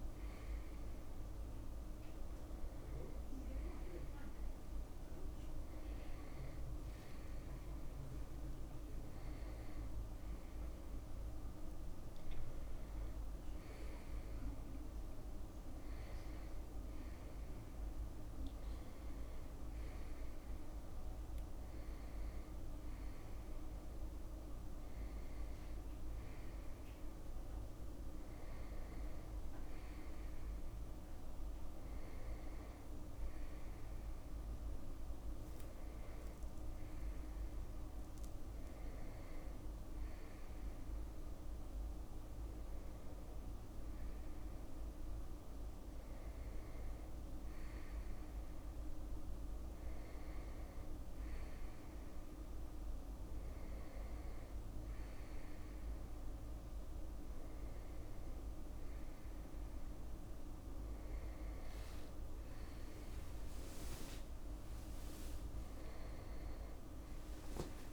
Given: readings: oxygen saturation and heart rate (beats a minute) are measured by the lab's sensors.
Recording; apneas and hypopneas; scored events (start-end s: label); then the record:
a person awake in a sleep study, hard to hear, by a room microphone; none
none scored
From the record:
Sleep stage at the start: awake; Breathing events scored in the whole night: 335 in 5.2 hours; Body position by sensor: on the right side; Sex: male